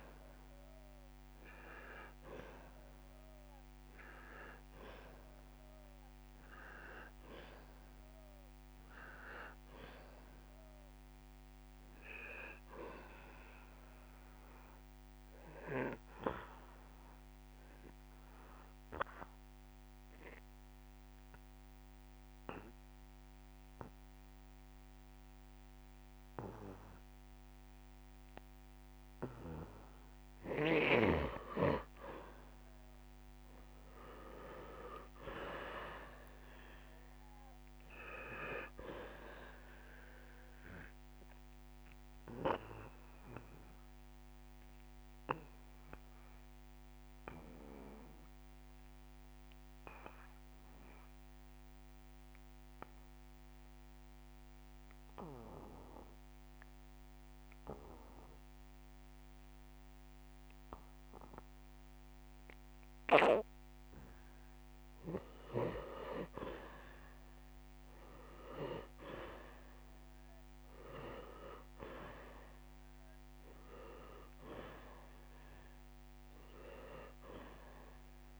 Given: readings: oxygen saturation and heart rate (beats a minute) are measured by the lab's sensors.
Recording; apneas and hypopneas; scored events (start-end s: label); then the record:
breathing in sleep by a microphone on the trachea; 2
14.00-16.00 s: long interval between heartbeats (device-marked)
15.50-29.50 s: obstructive apnea (oxygen 97% before, 88% lowest)
33.50-37.00 s: arousal
38.50-73.50 s: oxygen desaturation (device-marked, oxygen 97% before, 88% lowest)
42.50-64.50 s: obstructive apnea (oxygen 97% before, 88% lowest)
66.00-69.50 s: arousal
From the record:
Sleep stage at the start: N2 (light sleep); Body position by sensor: on the back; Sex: male